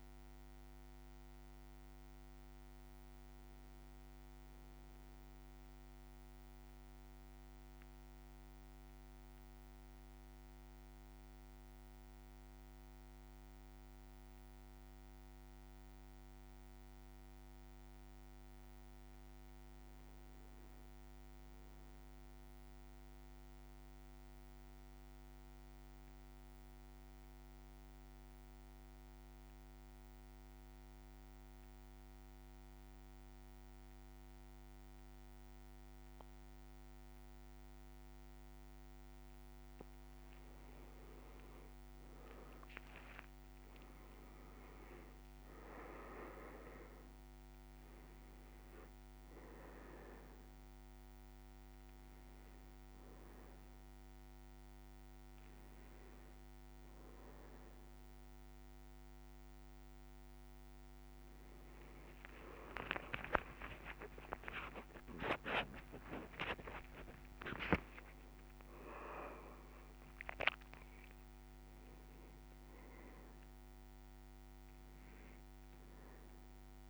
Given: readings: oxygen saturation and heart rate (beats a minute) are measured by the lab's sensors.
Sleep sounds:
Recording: a person awake in a sleep study, by a microphone on the trachea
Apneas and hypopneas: 1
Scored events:
0.00-2.00 s: oxygen desaturation (device-marked, oxygen 92% lowest, heart rate 55 extreme)
16.50-20.50 s: arousal
18.50-20.50 s: leg movement (device-marked)
22.50-39.00 s: central apnea (oxygen 100% before, 93% lowest, heart rate 55 before, 54 extreme, up 8 after)
33.00-76.90 s: new sleep stage, awake
41.00-43.00 s: leg movement (device-marked)
46.00-67.00 s: oxygen desaturation (device-marked, oxygen 98% before, 93% lowest, heart rate 56 before, 56 extreme)
From the record:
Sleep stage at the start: N1 (lightest sleep)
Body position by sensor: on the back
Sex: male

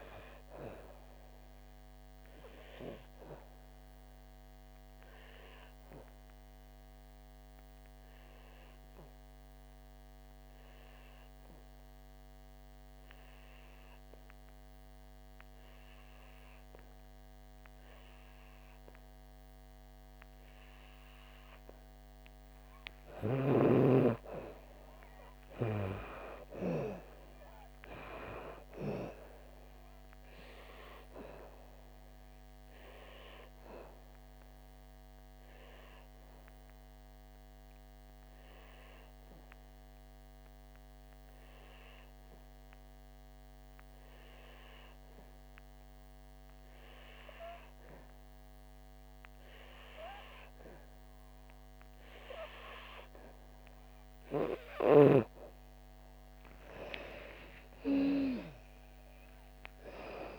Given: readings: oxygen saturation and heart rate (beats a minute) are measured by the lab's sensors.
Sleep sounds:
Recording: breathing in sleep by a microphone on the trachea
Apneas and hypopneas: 2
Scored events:
0.00-23.00 s: oxygen desaturation (device-marked, oxygen 91% lowest, heart rate 57 extreme)
3.00-23.50 s: obstructive apnea (oxygen 99% before, 88% lowest, heart rate 68 before, 57 extreme, up 10 after)
25.00-28.00 s: arousal
33.00-56.00 s: oxygen desaturation (device-marked, oxygen 96% before, 88% lowest, heart rate 64 before, 56 extreme)
33.50-55.50 s: obstructive apnea (oxygen 96% before, 88% lowest, heart rate 64 before, 56 extreme, up 11 after)
57.50-60.39 s: arousal
From the record:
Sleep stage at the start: N2 (light sleep)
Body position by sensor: on the back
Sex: female

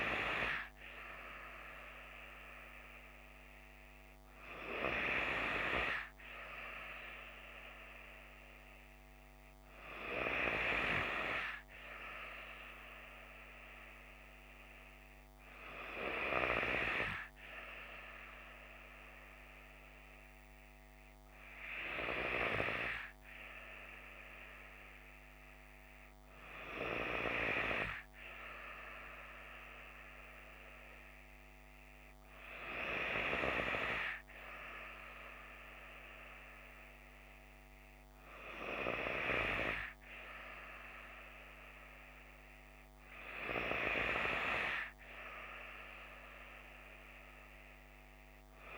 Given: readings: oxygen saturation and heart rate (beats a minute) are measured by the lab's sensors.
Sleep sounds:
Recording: breathing in sleep by a microphone on the trachea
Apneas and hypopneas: none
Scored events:
none scored
From the record:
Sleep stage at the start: N3 (deep sleep)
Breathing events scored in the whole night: 89 in 5.5 hours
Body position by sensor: on the left side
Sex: female

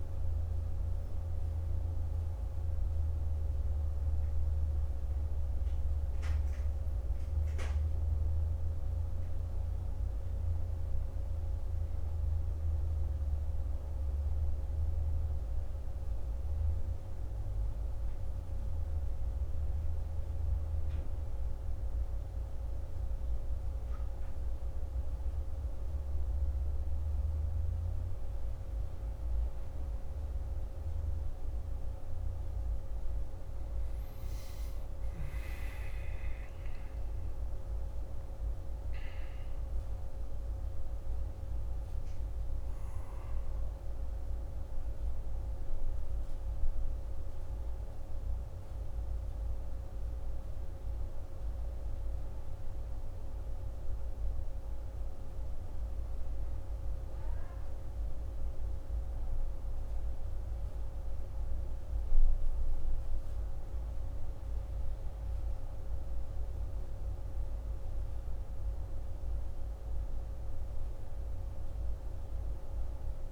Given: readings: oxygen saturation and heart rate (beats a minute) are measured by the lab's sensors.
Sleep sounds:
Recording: breathing in sleep, hard to hear, by a room microphone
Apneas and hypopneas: none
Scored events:
none scored
From the record:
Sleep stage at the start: N1 (lightest sleep)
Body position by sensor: on the back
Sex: male

